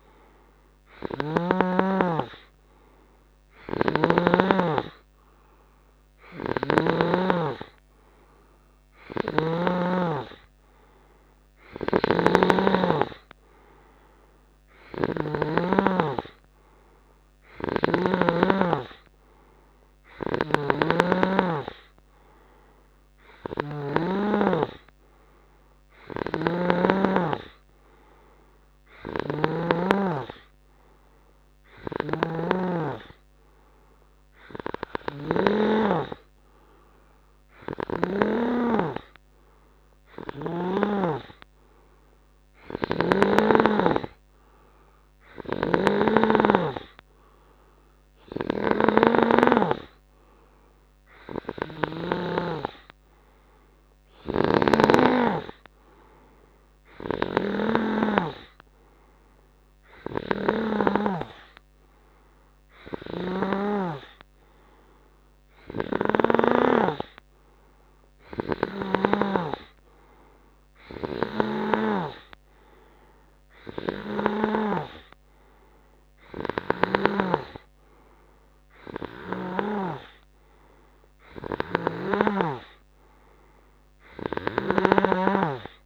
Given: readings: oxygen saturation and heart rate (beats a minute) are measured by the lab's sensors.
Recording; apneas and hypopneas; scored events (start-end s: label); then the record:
breathing in sleep by a microphone on the trachea; none
0.00-2.00 s: snoring (device-marked)
6.50-10.00 s: snoring (device-marked)
12.00-18.50 s: snoring (device-marked)
20.50-24.50 s: snoring (device-marked)
26.50-30.00 s: snoring (device-marked)
32.00-38.50 s: snoring (device-marked)
45.50-52.50 s: snoring (device-marked)
54.50-67.00 s: snoring (device-marked)
84.50-85.86 s: snoring (device-marked)
From the record:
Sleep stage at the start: N3 (deep sleep); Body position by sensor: on the right side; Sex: male